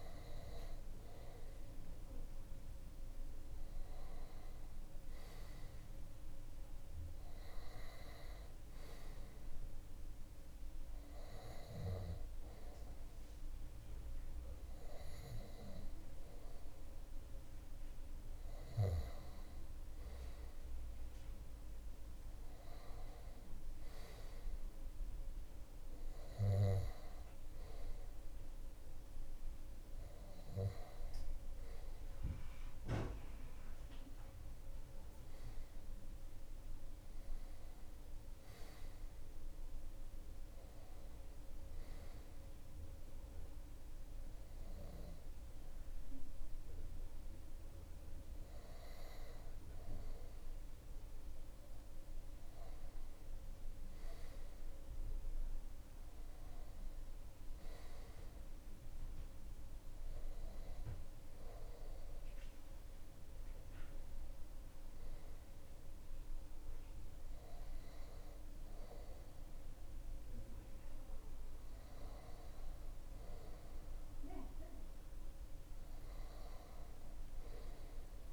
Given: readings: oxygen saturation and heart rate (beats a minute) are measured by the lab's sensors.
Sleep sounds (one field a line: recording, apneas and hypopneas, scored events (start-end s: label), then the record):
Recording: breathing in sleep by a room microphone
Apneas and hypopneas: 2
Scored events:
9.00-19.00 s: hypopnea (oxygen 98% before, 95% lowest)
20.50-24.00 s: arousal
23.00-31.00 s: oxygen desaturation (device-marked, oxygen 98% before, 95% lowest)
42.50-53.00 s: hypopnea (oxygen 98% before, 95% lowest)
55.50-58.00 s: arousal
From the record:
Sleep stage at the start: N2 (light sleep)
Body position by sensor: on the back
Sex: male